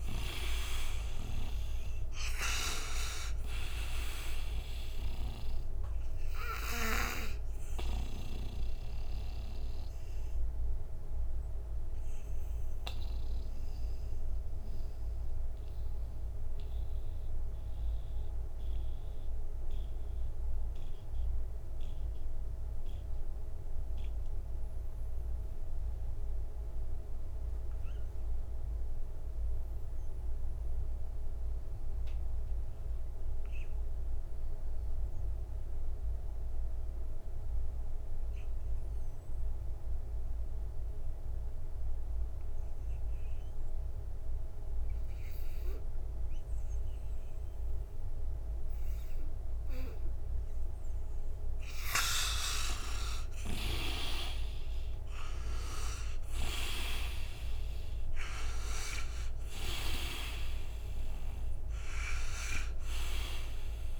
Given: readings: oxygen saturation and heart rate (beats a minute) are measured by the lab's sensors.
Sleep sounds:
breathing in sleep by a room microphone; 1
0.00-28.00 s: oxygen desaturation (device-marked, oxygen 81% lowest, heart rate 60 extreme)
10.00-51.50 s: mixed apnea (oxygen 99% before, 76% lowest, heart rate 72 before, 60 extreme, up 29 after)
41.00-63.99 s: oxygen desaturation (device-marked, oxygen 98% before, 76% lowest, heart rate 61 before, 58 extreme)
53.00-57.50 s: arousal
53.00-59.50 s: snoring (device-marked)
From the record:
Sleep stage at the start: N2 (light sleep); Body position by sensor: on the right side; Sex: male

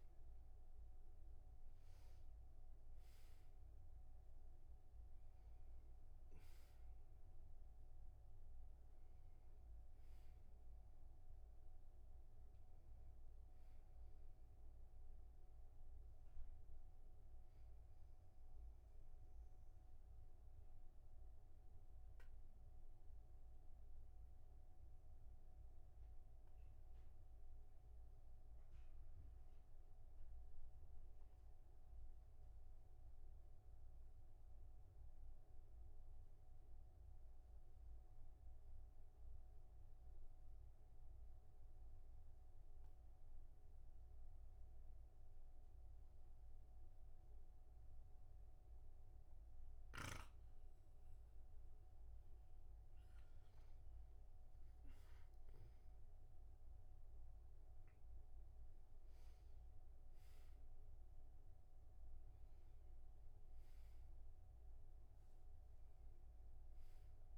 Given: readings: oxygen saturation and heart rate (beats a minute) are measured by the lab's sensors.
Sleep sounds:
breathing in sleep, hard to hear, by a room microphone; 1
13.50-32.50 s: oxygen desaturation (device-marked, oxygen 97% before, 94% lowest, heart rate 51 before, 37 extreme)
19.50-52.50 s: obstructive apnea (oxygen 98% before, 94% lowest, heart rate 52 before, 37 extreme, up 7 after)
54.50-58.00 s: arousal
From the record:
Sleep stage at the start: N2 (light sleep); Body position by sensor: on the back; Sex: male

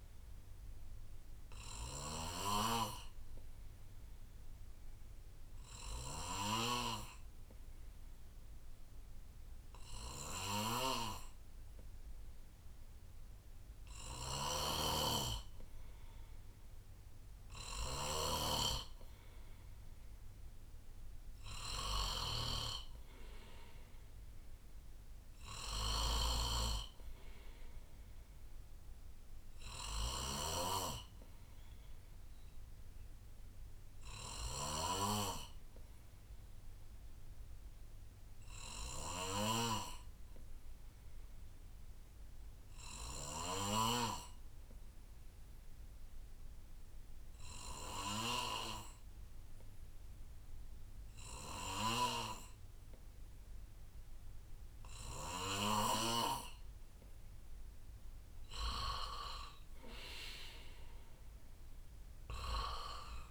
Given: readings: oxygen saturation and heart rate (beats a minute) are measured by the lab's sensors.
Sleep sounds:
breathing in sleep by a room microphone; 2
0.00-6.50 s: snoring (device-marked)
1.00-14.50 s: obstructive apnea (oxygen 96% before, 92% lowest, heart rate 63 before, 58 extreme, up 6 after)
14.00-43.50 s: snoring (device-marked)
16.50-21.00 s: arousal
33.50-36.50 s: bradycardia (device-marked, heart rate 70 before, 58 extreme)
36.00-58.00 s: obstructive apnea (oxygen 95% before, 92% lowest, heart rate 65 before, 55 extreme, up 4 after)
37.50-40.50 s: bradycardia (device-marked, heart rate 70 before, 58 extreme)
57.50-63.31 s: oxygen desaturation (device-marked, oxygen 96% before, 92% lowest, heart rate 62 before, 55 extreme)
59.50-63.31 s: arousal
From the record:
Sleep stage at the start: N2 (light sleep); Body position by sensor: on the right side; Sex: male

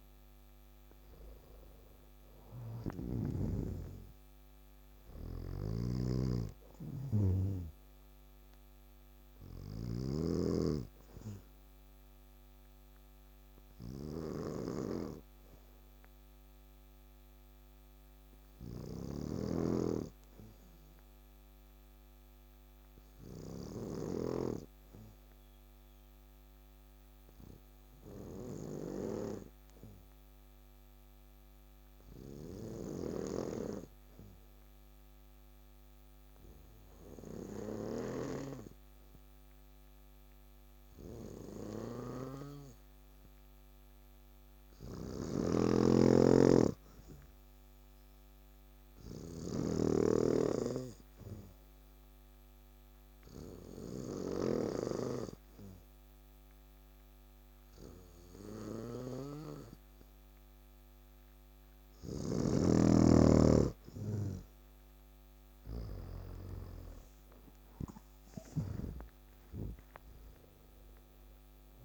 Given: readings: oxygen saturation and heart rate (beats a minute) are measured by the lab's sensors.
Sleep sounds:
breathing in sleep by a microphone on the trachea; 1
0.00-22.00 s: oxygen desaturation (device-marked, oxygen 90% lowest, heart rate 60 extreme)
5.00-10.00 s: snoring (device-marked)
11.50-62.00 s: obstructive apnea (oxygen 95% before, 90% lowest, heart rate 71 before, 60 extreme, up 13 after)
19.00-24.00 s: snoring (device-marked)
44.00-71.00 s: oxygen desaturation (device-marked, oxygen 98% before, 92% lowest, heart rate 61 before, 61 extreme)
45.00-54.50 s: snoring (device-marked)
62.00-71.85 s: snoring (device-marked)
65.50-71.00 s: arousal
From the record:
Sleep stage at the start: N2 (light sleep); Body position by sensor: on the back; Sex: male

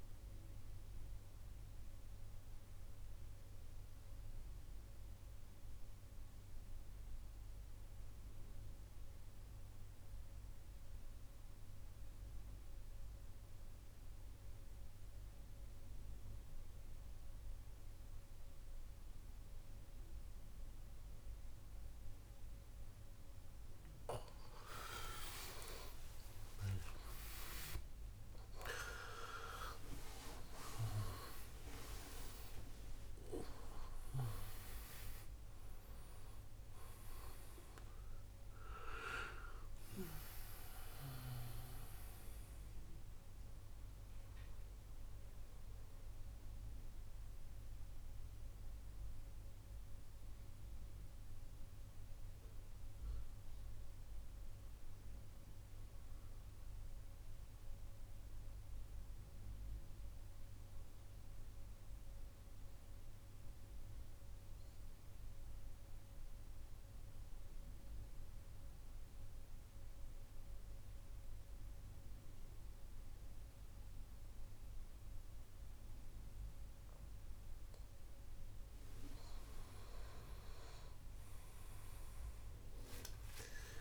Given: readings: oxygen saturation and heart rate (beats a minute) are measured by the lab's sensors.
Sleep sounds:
breathing in sleep by a room microphone; 2
0.00-61.50 s: oxygen desaturation (device-marked, oxygen 86% lowest, heart rate 53 extreme)
1.50-24.00 s: obstructive apnea (oxygen 98% before, 86% lowest, heart rate 62 before, 59 extreme, up 23 after)
25.00-30.50 s: arousal
44.00-79.00 s: central apnea (oxygen 95% before, 86% lowest, heart rate 78 before, 53 extreme, up 21 after)
78.50-83.81 s: oxygen desaturation (device-marked, oxygen 98% before, 92% lowest, heart rate 60 before, 57 extreme)
From the record:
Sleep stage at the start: N2 (light sleep); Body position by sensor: on the right side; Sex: male

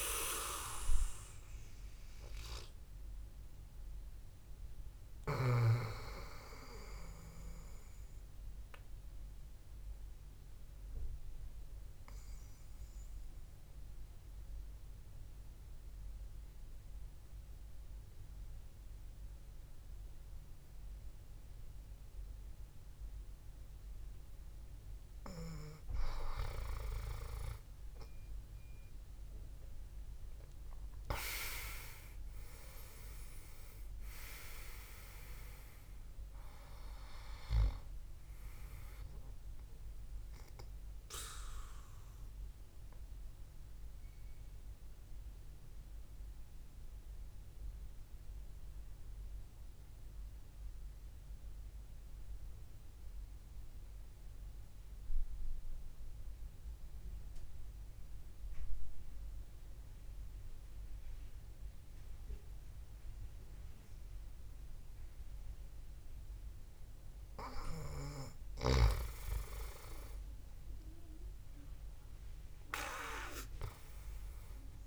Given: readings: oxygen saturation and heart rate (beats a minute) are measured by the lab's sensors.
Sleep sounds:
breathing in sleep by a room microphone; 2
0.00-18.50 s: oxygen desaturation (device-marked, oxygen 92% lowest, heart rate 58 extreme)
9.50-25.50 s: obstructive apnea (oxygen 99% before, 91% lowest, heart rate 65 before, 58 extreme, up 8 after)
27.50-31.50 s: arousal
30.50-44.50 s: oxygen desaturation (device-marked, oxygen 98% before, 93% lowest, heart rate 66 before, 66 extreme)
41.50-69.00 s: obstructive apnea (oxygen 98% before, 90% lowest, heart rate 64 before, 54 extreme, up 0 after)
69.50-74.87 s: oxygen desaturation (device-marked, oxygen 98% before, 91% lowest, heart rate 69 before, 54 extreme)
70.50-74.87 s: arousal
From the record:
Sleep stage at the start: N2 (light sleep); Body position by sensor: on the back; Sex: male

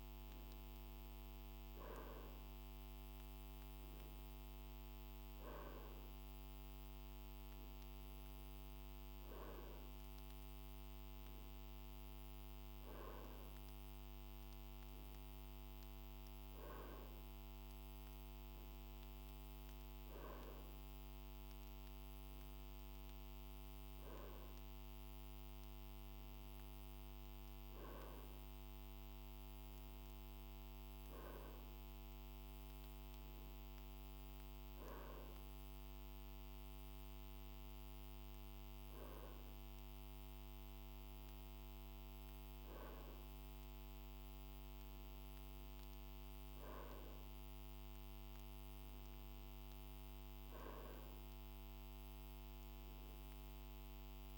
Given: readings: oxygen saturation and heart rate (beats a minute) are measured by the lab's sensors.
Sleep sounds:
breathing in sleep, hard to hear, by a microphone on the trachea; none
none scored
From the record:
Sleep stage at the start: N2 (light sleep); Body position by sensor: on the right side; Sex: male

